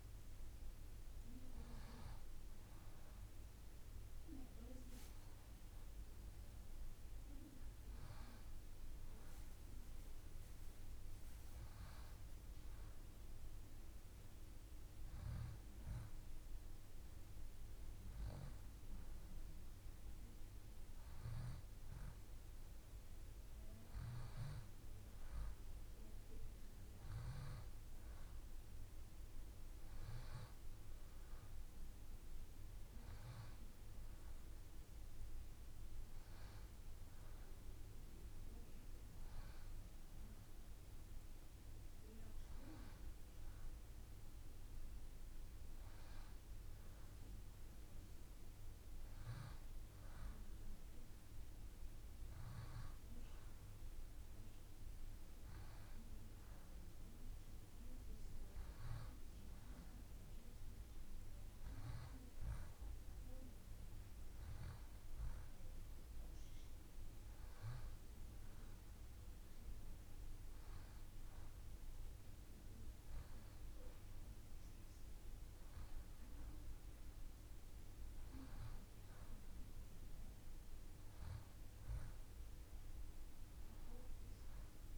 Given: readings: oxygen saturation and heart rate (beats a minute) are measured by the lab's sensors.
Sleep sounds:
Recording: breathing in sleep, hard to hear, by a room microphone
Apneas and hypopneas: none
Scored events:
none scored
From the record:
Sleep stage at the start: N2 (light sleep)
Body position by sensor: on the left side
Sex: female

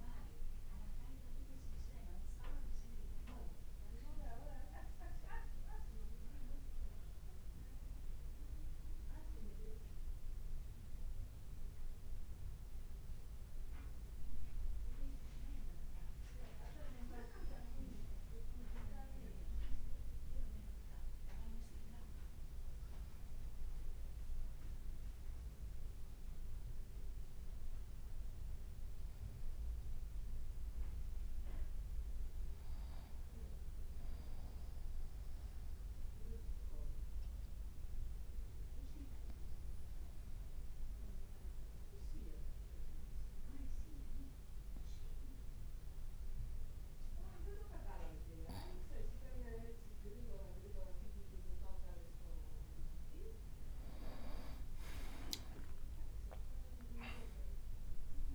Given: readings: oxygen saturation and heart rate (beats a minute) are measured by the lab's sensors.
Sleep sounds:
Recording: breathing in sleep by a room microphone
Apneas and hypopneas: 2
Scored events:
0.00-4.50 s: oxygen desaturation (device-marked, oxygen 91% lowest, heart rate 52 extreme)
4.00-21.00 s: hypopnea (oxygen 97% before, 92% lowest, heart rate 56 before, 52 extreme, up 1 after)
7.50-58.35 s: new sleep stage, N2 (light sleep)
26.50-30.00 s: arousal
35.50-48.00 s: obstructive apnea (oxygen 98% before, 92% lowest, heart rate 53 before, 53 extreme, up 1 after)
38.50-49.50 s: oxygen desaturation (device-marked, oxygen 96% before, 93% lowest, heart rate 53 before, 53 extreme)
51.00-55.50 s: arousal
53.50-55.50 s: leg movement (device-marked)
From the record:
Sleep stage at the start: N1 (lightest sleep)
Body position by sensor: on the back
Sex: male

